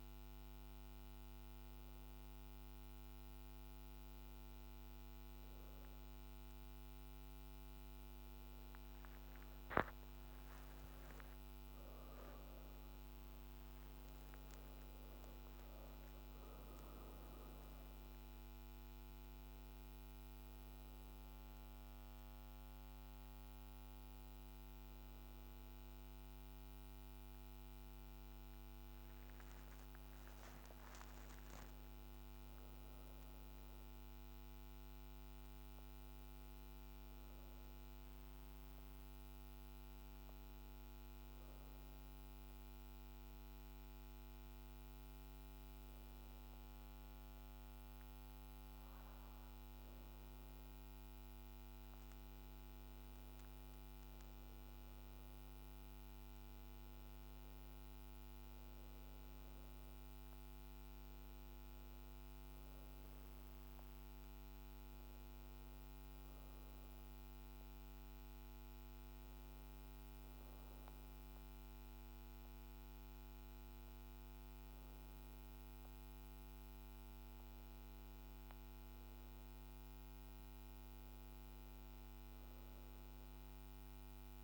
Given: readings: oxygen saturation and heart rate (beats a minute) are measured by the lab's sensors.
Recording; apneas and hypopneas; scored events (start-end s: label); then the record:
breathing in sleep, hard to hear, by a microphone on the trachea; 1
10.00-15.00 s: arousal
41.50-53.50 s: hypopnea (oxygen 97% before, 89% lowest, heart rate 57 before, 53 extreme, up 3 after)
51.00-70.00 s: oxygen desaturation (device-marked, oxygen 96% before, 89% lowest, heart rate 58 before, 53 extreme)
56.00-60.00 s: arousal
71.00-84.43 s: new sleep stage, REM sleep
From the record:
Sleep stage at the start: N2 (light sleep); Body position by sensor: on the back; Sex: female